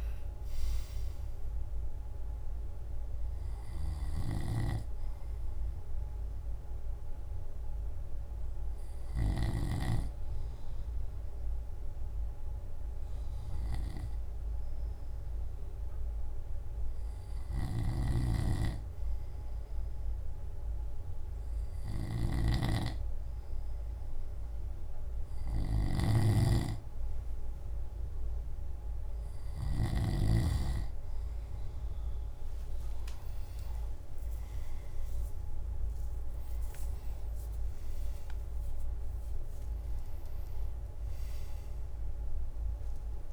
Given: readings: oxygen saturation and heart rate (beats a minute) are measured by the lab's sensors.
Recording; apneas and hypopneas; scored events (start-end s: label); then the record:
breathing in sleep by a room microphone; 1
0.00-9.00 s: drop in pulse transit time (device-marked, heart rate 55 extreme)
6.50-18.00 s: hypopnea (oxygen 95% before, 93% lowest, heart rate 60 before, 56 extreme, up 2 after)
32.00-33.50 s: leg movement (device-marked)
33.00-38.50 s: arousal
40.00-43.33 s: drop in pulse transit time (device-marked, heart rate 61 before, 56 extreme)
From the record:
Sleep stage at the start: N2 (light sleep); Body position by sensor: on the left side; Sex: male